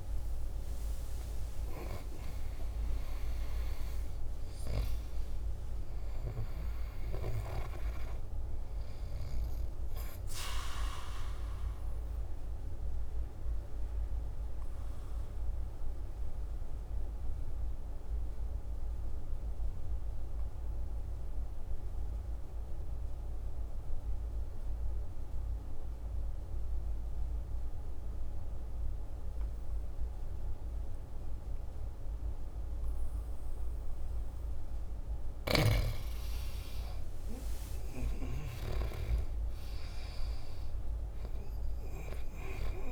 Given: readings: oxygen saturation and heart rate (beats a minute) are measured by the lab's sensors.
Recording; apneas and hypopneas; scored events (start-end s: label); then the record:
breathing in sleep by a room microphone; 1
12.00-35.00 s: obstructive apnea (oxygen 97% before, 90% lowest, heart rate 67 before, 48 extreme, up 15 after)
33.00-42.92 s: oxygen desaturation (device-marked, oxygen 99% before, 90% lowest, heart rate 52 before, 48 extreme)
36.50-41.00 s: arousal
From the record:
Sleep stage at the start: N2 (light sleep); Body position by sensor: on the back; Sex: male